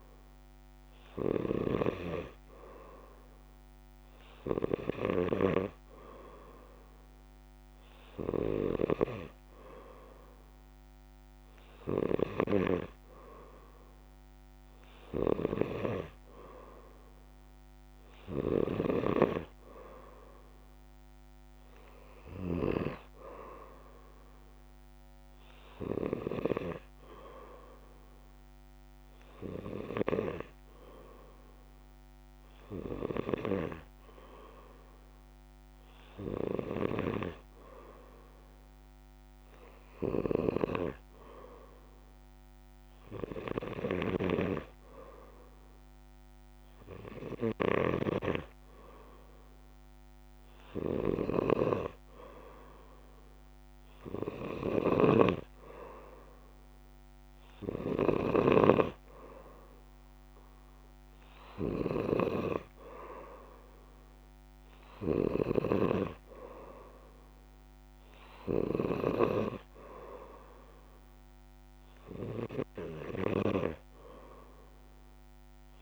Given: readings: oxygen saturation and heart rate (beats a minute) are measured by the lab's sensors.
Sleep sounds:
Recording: breathing in sleep by a microphone on the trachea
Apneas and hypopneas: none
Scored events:
44.00-48.00 s: snoring (device-marked)
55.00-58.50 s: snoring (device-marked)
From the record:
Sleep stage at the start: N2 (light sleep)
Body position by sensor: on the back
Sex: male

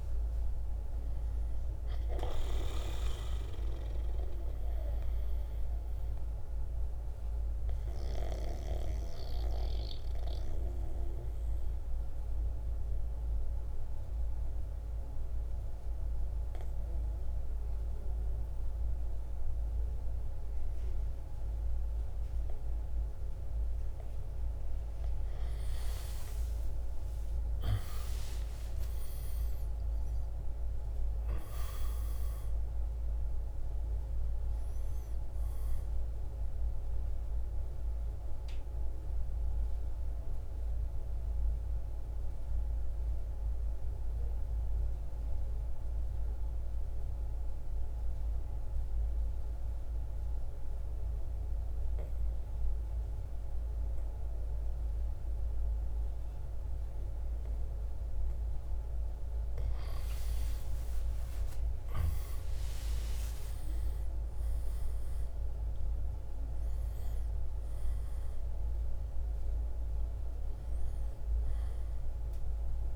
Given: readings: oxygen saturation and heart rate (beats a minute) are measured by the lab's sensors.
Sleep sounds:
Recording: breathing in sleep by a room microphone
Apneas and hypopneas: 2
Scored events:
3.00-23.50 s: obstructive apnea (oxygen 98% before, 87% lowest, heart rate 56 before, 53 extreme, up 10 after)
25.50-31.00 s: arousal
28.50-60.50 s: oxygen desaturation (device-marked, oxygen 97% before, 87% lowest, heart rate 54 before, 52 extreme)
30.50-48.50 s: drop in pulse transit time (device-marked, heart rate 55 before, 53 extreme)
37.00-57.50 s: obstructive apnea (oxygen 97% before, 87% lowest, heart rate 58 before, 53 extreme, up 9 after)
60.50-65.00 s: arousal
66.50-72.96 s: drop in pulse transit time (device-marked, heart rate 56 before, 56 extreme)
From the record:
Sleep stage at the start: N2 (light sleep)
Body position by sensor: on the right side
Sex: male

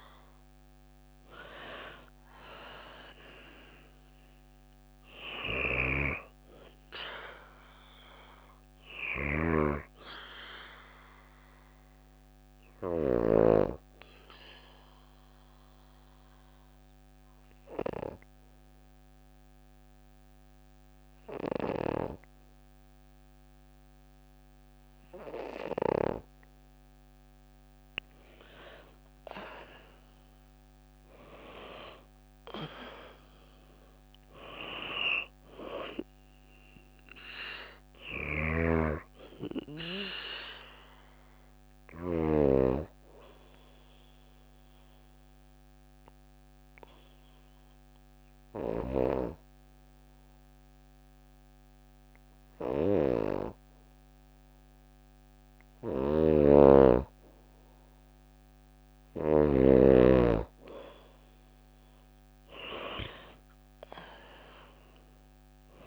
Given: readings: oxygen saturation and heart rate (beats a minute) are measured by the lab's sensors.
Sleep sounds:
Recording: breathing in sleep by a microphone on the trachea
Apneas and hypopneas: 2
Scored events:
0.00-2.50 s: arousal
8.00-12.50 s: snoring (device-marked)
13.50-25.50 s: obstructive apnea (oxygen 97% before, 93% lowest, heart rate 57 before, 54 extreme, up 4 after)
28.50-32.50 s: arousal
35.50-52.50 s: oxygen desaturation (device-marked, oxygen 97% before, 93% lowest, heart rate 57 before, 54 extreme)
37.00-41.50 s: snoring (device-marked)
42.00-53.50 s: hypopnea (oxygen 97% before, 93% lowest, heart rate 57 before, 54 extreme, up 3 after)
55.00-59.00 s: snoring (device-marked)
62.50-65.86 s: arousal
From the record:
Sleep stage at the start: N2 (light sleep)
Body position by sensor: on the back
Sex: female

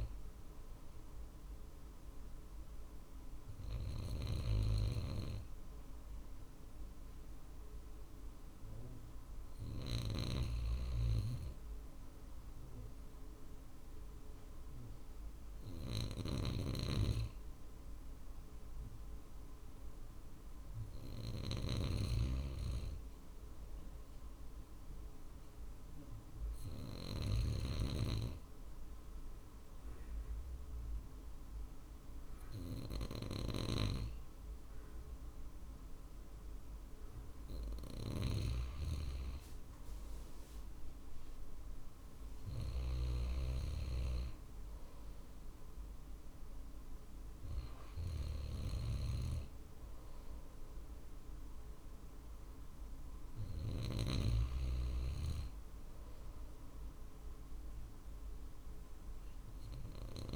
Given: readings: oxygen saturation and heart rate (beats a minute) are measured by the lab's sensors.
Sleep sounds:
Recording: breathing in sleep by a room microphone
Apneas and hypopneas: 1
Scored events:
0.00-11.00 s: drop in pulse transit time (device-marked, heart rate 50 extreme)
0.00-27.00 s: snoring (device-marked)
25.50-38.00 s: obstructive apnea (oxygen 95% before, 93% lowest, heart rate 50 before, 50 extreme, up 2 after)
38.00-43.00 s: snoring (device-marked)
41.50-44.50 s: arousal
45.00-58.00 s: drop in pulse transit time (device-marked, heart rate 50 before, 50 extreme)
From the record:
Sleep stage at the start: N2 (light sleep)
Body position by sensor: on the right side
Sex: male

